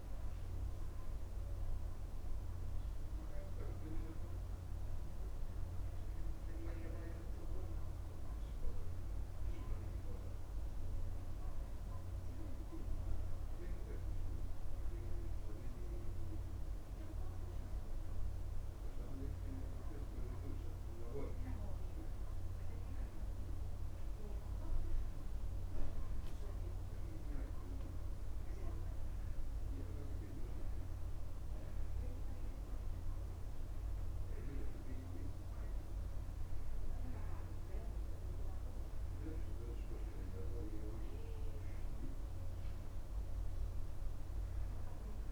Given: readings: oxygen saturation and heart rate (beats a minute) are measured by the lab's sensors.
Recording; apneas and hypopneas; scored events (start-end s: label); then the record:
breathing in sleep by a room microphone; none
none scored
From the record:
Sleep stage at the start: N2 (light sleep); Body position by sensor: on the back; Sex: male